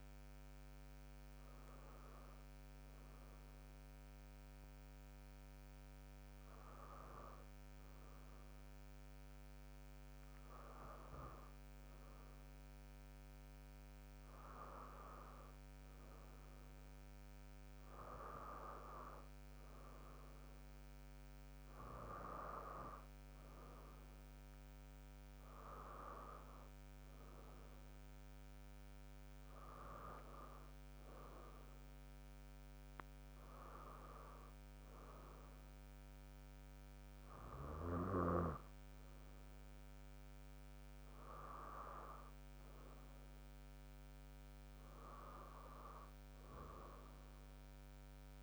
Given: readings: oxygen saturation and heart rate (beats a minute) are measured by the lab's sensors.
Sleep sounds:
breathing in sleep by a microphone on the trachea; none
2.00-5.00 s: bradycardia (device-marked, heart rate 80 before, 60 extreme)
20.00-22.00 s: long interval between heartbeats (device-marked, heart rate 63 before, 79 extreme)
26.00-28.00 s: long interval between heartbeats (device-marked, heart rate 67 before, 81 extreme)
27.50-33.00 s: arousal
28.50-30.50 s: long interval between heartbeats (device-marked, heart rate 70 before, 87 extreme)
32.00-34.00 s: long interval between heartbeats (device-marked, heart rate 75 before, 84 extreme)
34.00-36.00 s: long interval between heartbeats (device-marked, heart rate 78 before, 82 extreme)
From the record:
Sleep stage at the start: N2 (light sleep); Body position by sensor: on the right side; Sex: female

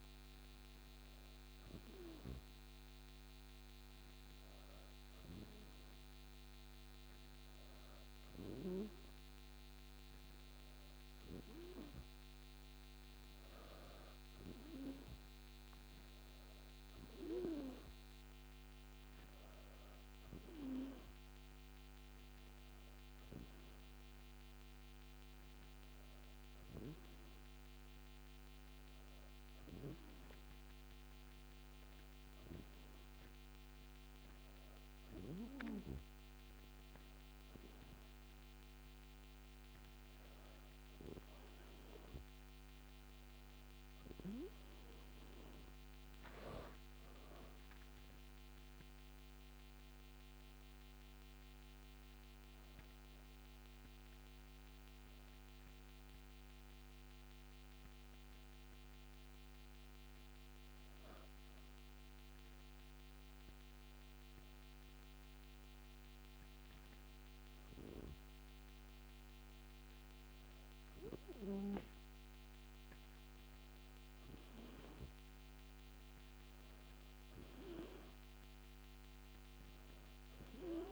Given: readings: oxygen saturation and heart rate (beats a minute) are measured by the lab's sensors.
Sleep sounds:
breathing in sleep by a microphone on the trachea; 1
63.00-75.00 s: hypopnea (oxygen 96% before, 94% lowest, heart rate 82 before, 77 extreme, up 12 after)
76.50-80.50 s: arousal
From the record:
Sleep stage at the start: N2 (light sleep); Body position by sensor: on the back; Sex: female

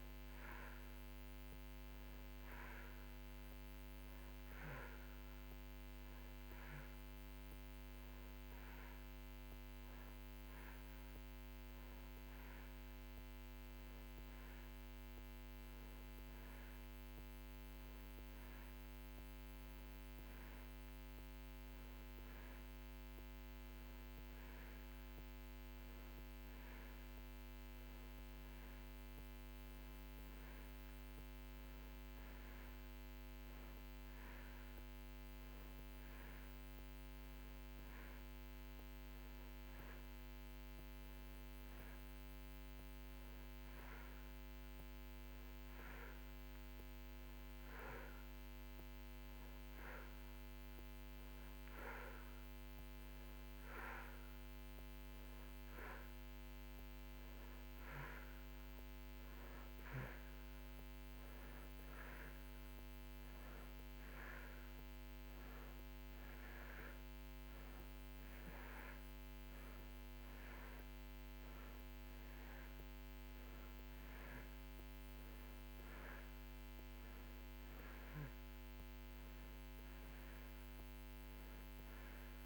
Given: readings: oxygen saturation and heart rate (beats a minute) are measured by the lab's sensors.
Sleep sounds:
breathing in sleep, hard to hear, by a microphone on the trachea; 1
45.00-55.50 s: hypopnea (oxygen 92% before, 89% lowest)
57.00-62.00 s: arousal
67.00-82.46 s: oxygen desaturation (device-marked, oxygen 92% before, 89% lowest)
From the record:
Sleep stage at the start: N2 (light sleep); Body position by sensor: on the back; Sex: male

